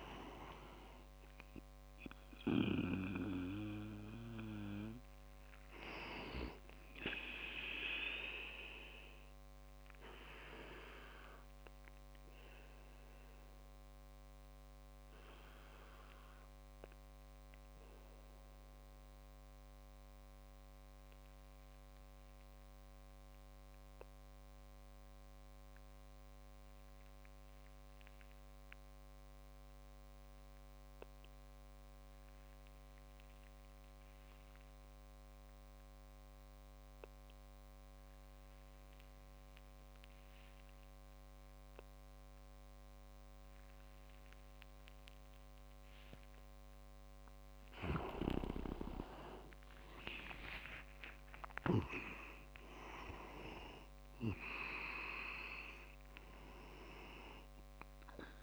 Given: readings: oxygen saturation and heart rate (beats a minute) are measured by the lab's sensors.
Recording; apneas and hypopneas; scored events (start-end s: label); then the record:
breathing in sleep by a microphone on the trachea; 1
0.00-7.50 s: oxygen desaturation (device-marked, oxygen 93% lowest, heart rate 59 extreme)
12.50-46.50 s: obstructive apnea (oxygen 97% before, 92% lowest, heart rate 63 before, 44 extreme, up 4 after)
22.50-24.00 s: leg movement (device-marked)
42.50-58.43 s: oxygen desaturation (device-marked, oxygen 98% before, 92% lowest, heart rate 62 before, 44 extreme)
48.50-53.00 s: arousal
49.50-52.00 s: leg movement (device-marked)
From the record:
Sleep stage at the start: N2 (light sleep); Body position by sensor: on the back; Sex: male